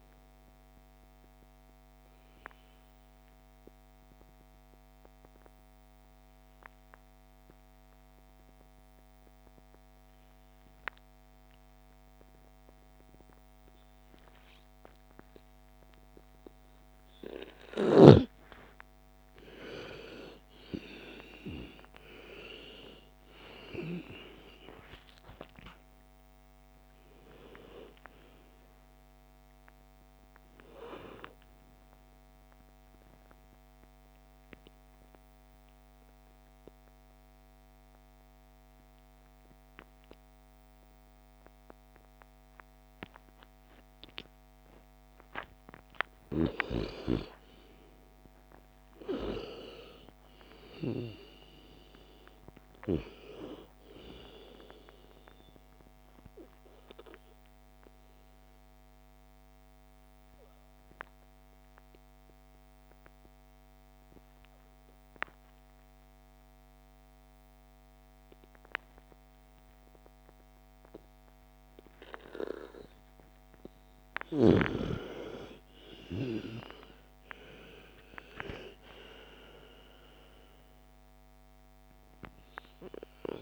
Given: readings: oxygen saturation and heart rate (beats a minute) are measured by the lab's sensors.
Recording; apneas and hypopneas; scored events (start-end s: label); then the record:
breathing in sleep by a microphone on the trachea; 3
0.00-10.50 s: oxygen desaturation (device-marked, oxygen 86% lowest)
2.50-16.00 s: obstructive apnea (oxygen 98% before, 83% lowest, heart rate 63 before, 36 extreme, up 52 after)
18.00-21.00 s: arousal
23.50-43.50 s: oxygen desaturation (device-marked, oxygen 98% before, 83% lowest, heart rate 45 before, 29 extreme)
34.00-46.00 s: obstructive apnea (oxygen 98% before, 83% lowest, heart rate 59 before, 27 extreme, up 37 after)
47.50-51.00 s: arousal
54.50-72.00 s: obstructive apnea (oxygen 98% before, 83% lowest, heart rate 47 before, 27 extreme, up 28 after)
56.50-70.50 s: oxygen desaturation (device-marked, oxygen 98% before, 90% lowest, heart rate 48 before, 27 extreme)
74.00-78.00 s: arousal
79.50-83.42 s: oxygen desaturation (device-marked, oxygen 98% before, 86% lowest)
From the record:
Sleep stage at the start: N2 (light sleep); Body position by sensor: on the left side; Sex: female